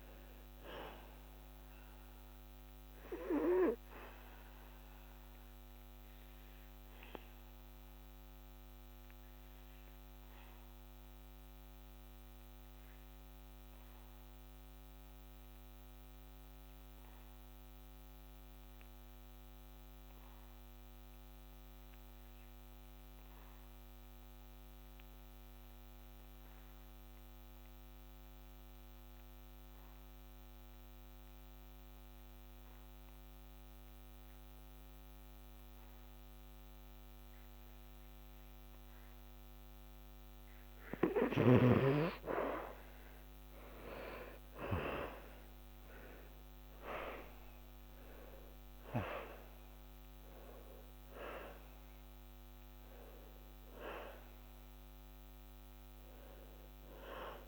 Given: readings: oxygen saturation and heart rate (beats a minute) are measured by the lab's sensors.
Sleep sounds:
breathing in sleep by a microphone on the trachea; 1
0.00-20.50 s: oxygen desaturation (device-marked, oxygen 84% lowest, heart rate 61 extreme)
4.00-40.50 s: obstructive apnea (oxygen 97% before, 76% lowest, heart rate 80 before, 61 extreme, up 19 after)
25.50-57.48 s: oxygen desaturation (device-marked, oxygen 99% before, 76% lowest, heart rate 75 before, 61 extreme)
42.50-46.00 s: arousal
From the record:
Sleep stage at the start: N2 (light sleep); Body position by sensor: on the back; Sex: male

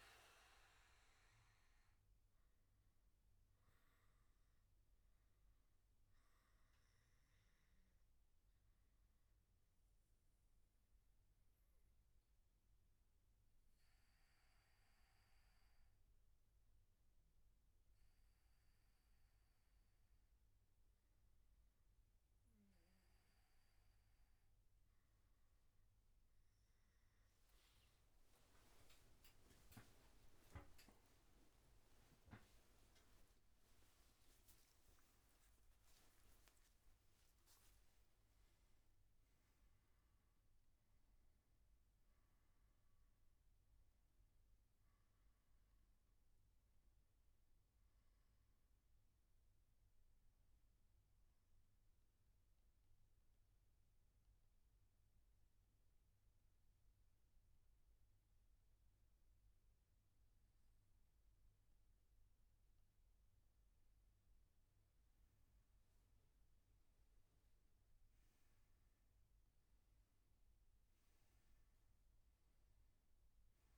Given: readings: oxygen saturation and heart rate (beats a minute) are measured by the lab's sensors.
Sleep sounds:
breathing in sleep, hard to hear, by a room microphone; 2
10.00-24.00 s: obstructive apnea (oxygen 96% before, 93% lowest, heart rate 118 before, 72 extreme, up 49 after)
52.50-63.00 s: mixed apnea (oxygen 97% before, 93% lowest, heart rate 89 before, 57 extreme, up 6 after)
From the record:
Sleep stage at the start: N1 (lightest sleep); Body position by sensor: on the right side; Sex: male

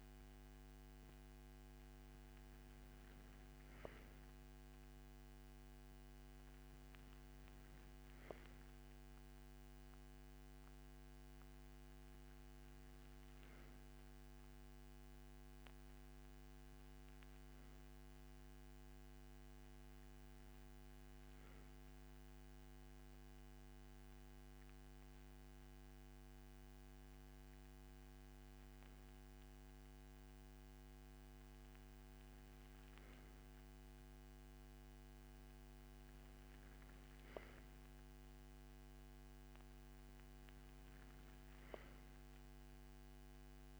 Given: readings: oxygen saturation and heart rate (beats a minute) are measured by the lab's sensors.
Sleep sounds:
breathing in sleep, hard to hear, by a microphone on the trachea; none
none scored
From the record:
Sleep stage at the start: N2 (light sleep); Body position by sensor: on the right side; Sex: male

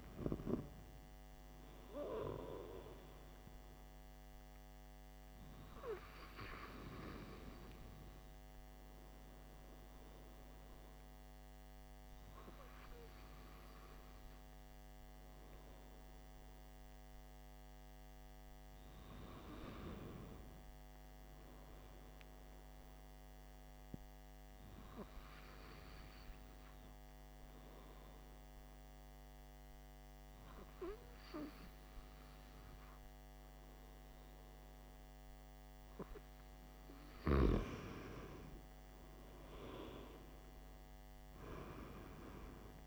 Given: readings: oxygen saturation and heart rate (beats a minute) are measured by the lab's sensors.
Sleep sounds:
breathing in sleep by a microphone on the trachea; 2
4.00-18.00 s: hypopnea (oxygen 95% before, 94% lowest, heart rate 59 before, 52 extreme, up 1 after)
20.50-24.50 s: arousal
26.00-36.00 s: hypopnea (oxygen 96% before, 94% lowest, heart rate 56 before, 47 extreme, up 13 after)
40.50-42.87 s: arousal
From the record:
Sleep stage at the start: N2 (light sleep); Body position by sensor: on the back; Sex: male

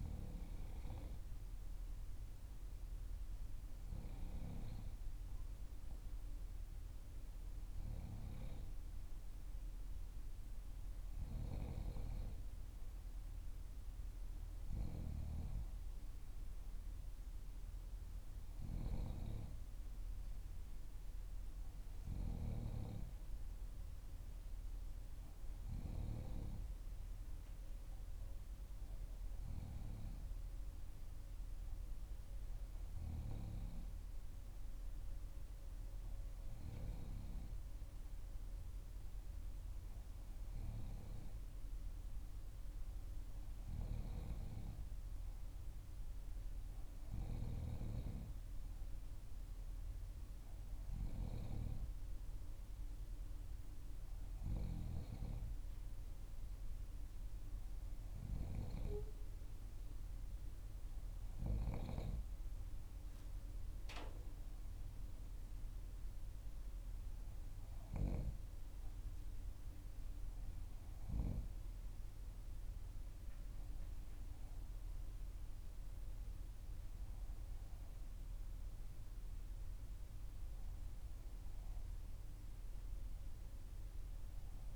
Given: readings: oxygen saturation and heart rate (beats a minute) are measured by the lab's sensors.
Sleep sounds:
breathing in sleep by a room microphone; none
none scored
From the record:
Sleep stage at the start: N2 (light sleep); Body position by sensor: on the back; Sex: female

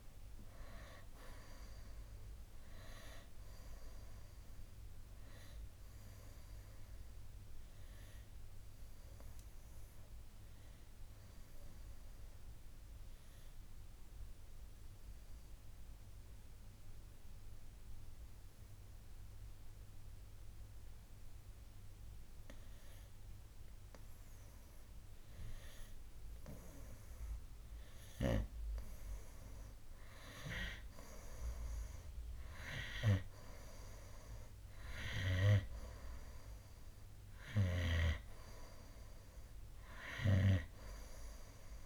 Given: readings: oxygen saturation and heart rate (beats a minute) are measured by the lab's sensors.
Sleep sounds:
breathing in sleep by a room microphone; 1
7.50-27.00 s: obstructive apnea (oxygen 97% before, 90% lowest, heart rate 65 before, 56 extreme, up 8 after)
10.00-26.00 s: oxygen desaturation (device-marked, oxygen 95% before, 90% lowest, heart rate 65 before, 56 extreme)
29.50-33.50 s: arousal
From the record:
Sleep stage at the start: N2 (light sleep); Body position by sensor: on the right side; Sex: male

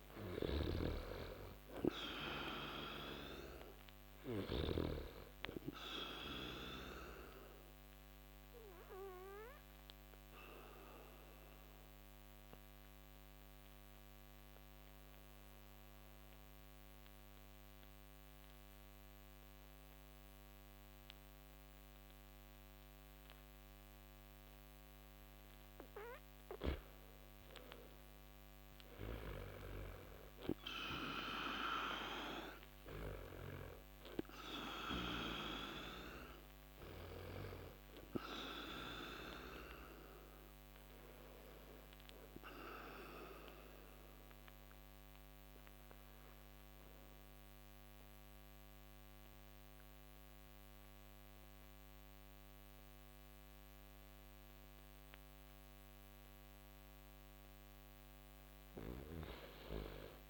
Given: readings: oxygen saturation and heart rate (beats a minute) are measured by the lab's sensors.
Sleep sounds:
breathing in sleep by a microphone on the trachea; 2
0.00-1.00 s: arousal
0.00-4.50 s: snoring (device-marked)
7.50-24.00 s: obstructive apnea (oxygen 97% before, 88% lowest)
10.50-25.50 s: oxygen desaturation (device-marked, oxygen 96% before, 90% lowest)
27.00-30.50 s: arousal
39.50-56.00 s: obstructive apnea (oxygen 96% before, 88% lowest)
41.50-59.50 s: oxygen desaturation (device-marked, oxygen 95% before, 88% lowest)
From the record:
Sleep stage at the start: N2 (light sleep); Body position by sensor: on the back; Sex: male

